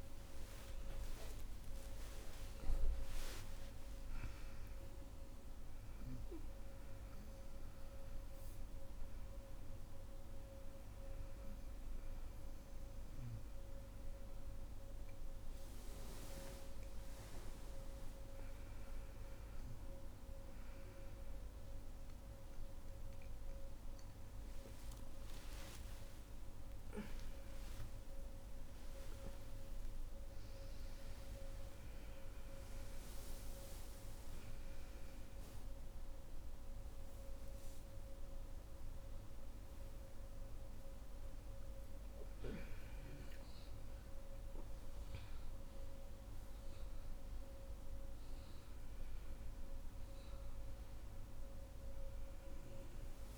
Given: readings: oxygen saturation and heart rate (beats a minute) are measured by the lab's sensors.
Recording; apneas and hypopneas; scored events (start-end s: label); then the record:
a person awake in a sleep study, hard to hear, by a room microphone; none
6.00-53.38 s: new sleep stage, awake
From the record:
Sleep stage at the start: N2 (light sleep); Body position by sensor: on the back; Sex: female